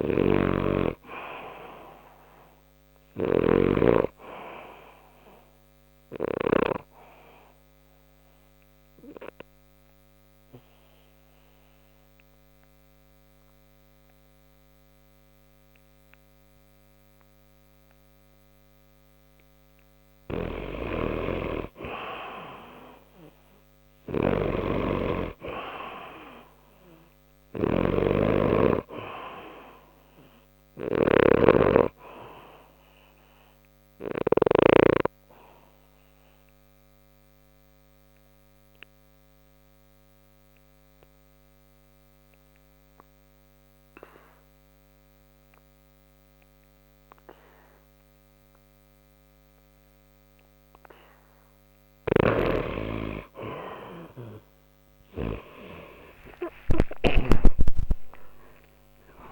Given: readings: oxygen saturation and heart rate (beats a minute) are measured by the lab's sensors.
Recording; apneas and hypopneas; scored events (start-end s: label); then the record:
breathing in sleep by a microphone on the trachea; 2
0.00-3.50 s: snoring (device-marked)
4.00-19.50 s: mixed apnea (oxygen 94% before, 92% lowest, heart rate 63 before, 59 extreme, up 1 after)
22.00-25.50 s: arousal
23.50-34.50 s: snoring (device-marked)
34.50-50.50 s: obstructive apnea (oxygen 97% before, 92% lowest, heart rate 60 before, 60 extreme, up 28 after)
42.50-51.50 s: oxygen desaturation (device-marked, oxygen 95% before, 92% lowest, heart rate 60 before, 60 extreme)
51.50-57.00 s: snoring (device-marked)
56.00-59.31 s: arousal
From the record:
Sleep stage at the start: N2 (light sleep); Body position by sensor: on the back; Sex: male